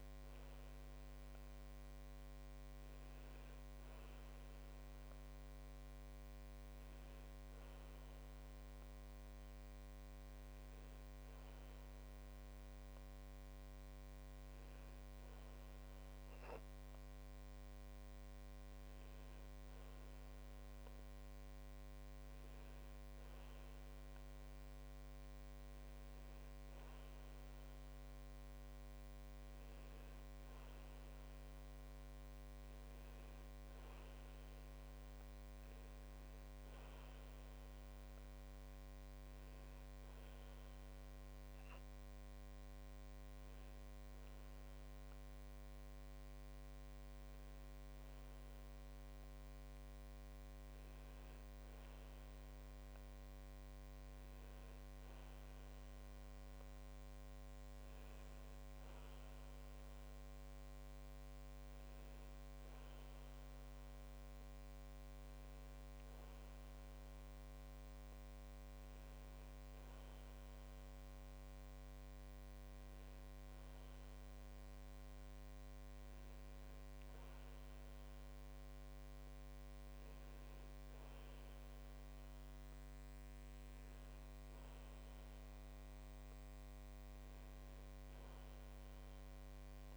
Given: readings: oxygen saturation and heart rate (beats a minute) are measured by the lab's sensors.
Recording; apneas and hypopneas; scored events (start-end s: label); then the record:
breathing in sleep, hard to hear, by a microphone on the trachea; none
none scored
From the record:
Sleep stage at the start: N2 (light sleep); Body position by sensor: on the back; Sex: male